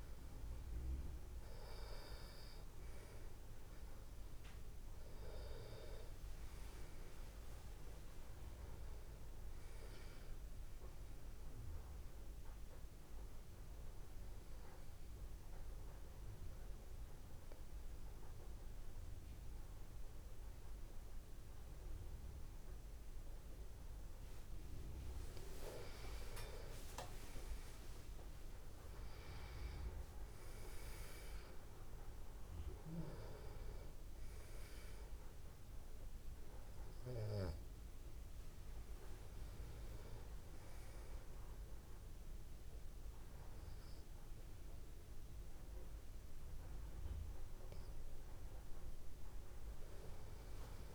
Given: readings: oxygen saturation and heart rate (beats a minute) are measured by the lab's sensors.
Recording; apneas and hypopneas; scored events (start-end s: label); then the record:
breathing in sleep by a room microphone; 1
12.50-26.00 s: obstructive apnea (oxygen 96% before, 92% lowest)
28.00-31.00 s: arousal
35.50-50.95 s: oxygen desaturation (device-marked, oxygen 96% before, 92% lowest)
From the record:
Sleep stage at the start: N2 (light sleep); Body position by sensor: on the back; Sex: male